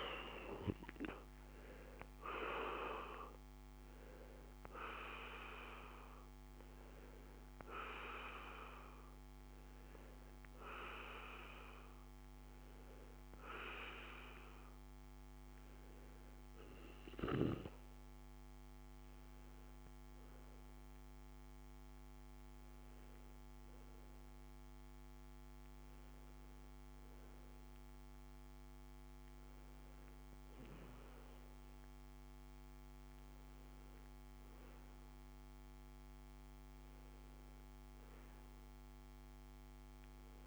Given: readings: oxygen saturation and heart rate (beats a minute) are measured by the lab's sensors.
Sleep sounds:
a person awake in a sleep study, by a microphone on the trachea; 1
0.00-23.50 s: oxygen desaturation (device-marked, oxygen 89% lowest, heart rate 59 extreme)
4.50-15.50 s: obstructive apnea (oxygen 96% before, 89% lowest, heart rate 61 before, 59 extreme, up 1 after)
17.50-40.47 s: new sleep stage, awake
From the record:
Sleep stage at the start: N2 (light sleep); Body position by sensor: on the back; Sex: male

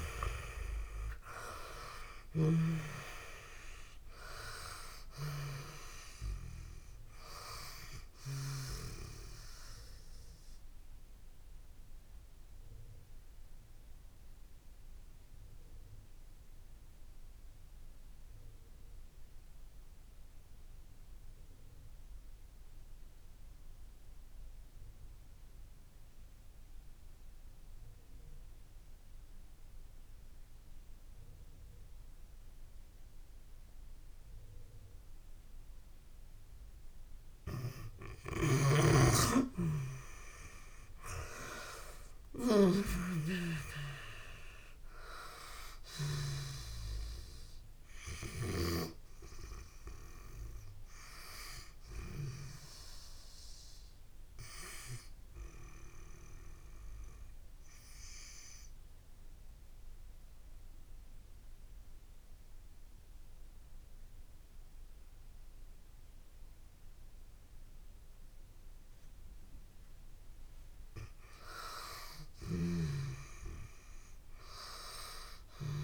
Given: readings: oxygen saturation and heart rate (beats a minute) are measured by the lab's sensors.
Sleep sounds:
breathing in sleep by a room microphone; 2
0.00-1.50 s: arousal
0.00-2.50 s: snoring (device-marked)
0.00-32.00 s: oxygen desaturation (device-marked, oxygen 79% lowest)
9.00-37.00 s: obstructive apnea (oxygen 96% before, 79% lowest)
38.00-43.00 s: snoring (device-marked)
39.00-42.50 s: arousal
42.00-74.00 s: oxygen desaturation (device-marked, oxygen 98% before, 84% lowest)
56.50-69.50 s: obstructive apnea (oxygen 98% before, 84% lowest)
72.00-75.83 s: snoring (device-marked)
From the record:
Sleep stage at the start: N2 (light sleep); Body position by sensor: on the back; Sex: female

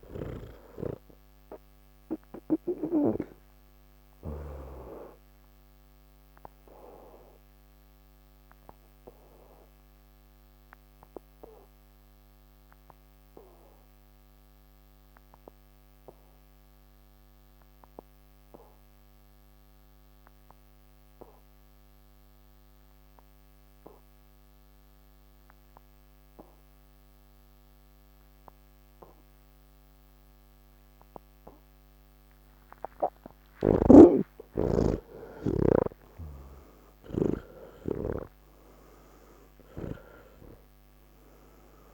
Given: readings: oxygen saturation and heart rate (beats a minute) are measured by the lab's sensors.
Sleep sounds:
breathing in sleep by a microphone on the trachea; 1
0.00-18.50 s: oxygen desaturation (device-marked, oxygen 80% lowest, heart rate 46 extreme)
8.50-31.00 s: obstructive apnea (oxygen 99% before, 80% lowest, heart rate 157 before, 46 extreme, up 51 after)
27.50-41.93 s: oxygen desaturation (device-marked, oxygen 99% before, 80% lowest, heart rate 82 before, 43 extreme)
33.50-37.50 s: snoring (device-marked)
From the record:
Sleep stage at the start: N3 (deep sleep); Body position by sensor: on the back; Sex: male

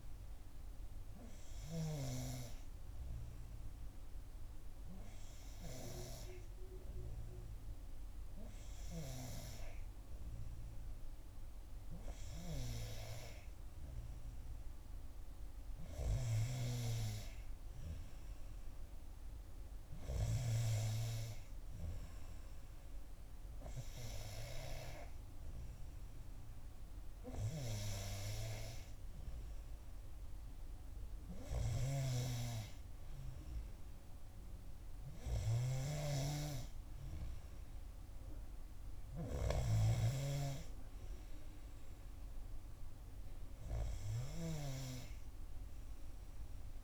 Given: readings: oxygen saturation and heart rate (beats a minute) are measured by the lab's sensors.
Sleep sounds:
breathing in sleep by a room microphone; none
none scored
From the record:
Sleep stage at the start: N2 (light sleep); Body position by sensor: on the back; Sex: female

